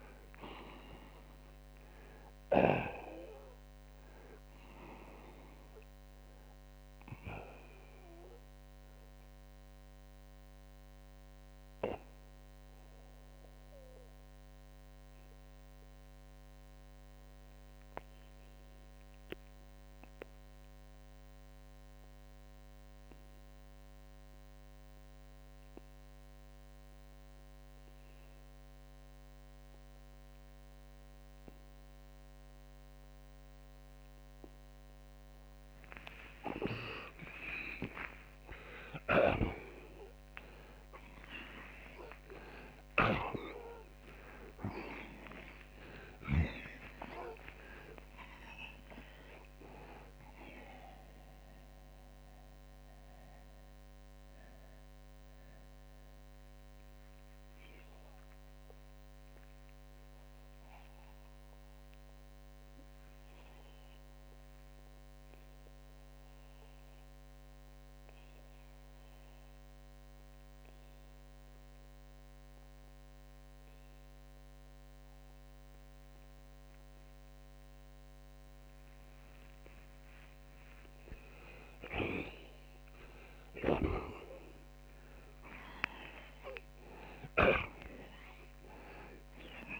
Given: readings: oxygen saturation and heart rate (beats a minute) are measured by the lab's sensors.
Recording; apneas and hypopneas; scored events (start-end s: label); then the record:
breathing in sleep by a microphone on the trachea; 2
0.00-2.50 s: snoring (device-marked)
2.00-35.00 s: oxygen desaturation (device-marked, oxygen 93% before, 79% lowest)
10.50-35.00 s: mixed apnea (oxygen 93% before, 79% lowest)
38.50-43.00 s: snoring (device-marked)
38.50-43.50 s: arousal
51.50-80.50 s: mixed apnea (oxygen 93% before, 81% lowest)
55.00-77.00 s: oxygen desaturation (device-marked, oxygen 92% before, 82% lowest)
82.50-87.50 s: arousal
83.00-87.50 s: snoring (device-marked)
From the record:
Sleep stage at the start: N2 (light sleep); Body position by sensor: on the back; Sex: male